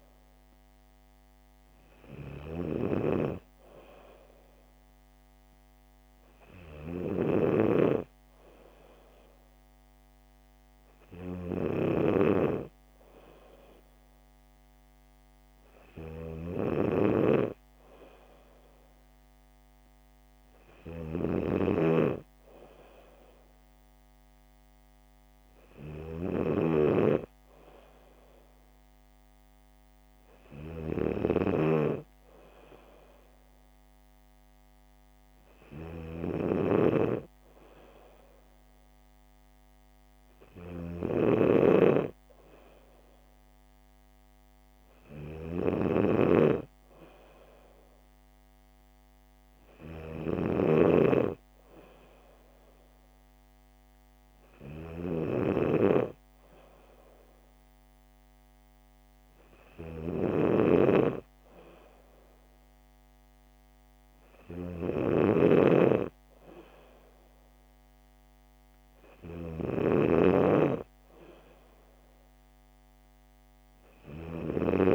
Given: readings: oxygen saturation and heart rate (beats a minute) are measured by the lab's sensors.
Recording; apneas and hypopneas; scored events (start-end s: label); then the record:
breathing in sleep by a microphone on the trachea; none
2.50-51.00 s: snoring (device-marked)
60.50-74.95 s: snoring (device-marked)
From the record:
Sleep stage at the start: N2 (light sleep); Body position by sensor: on the back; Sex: female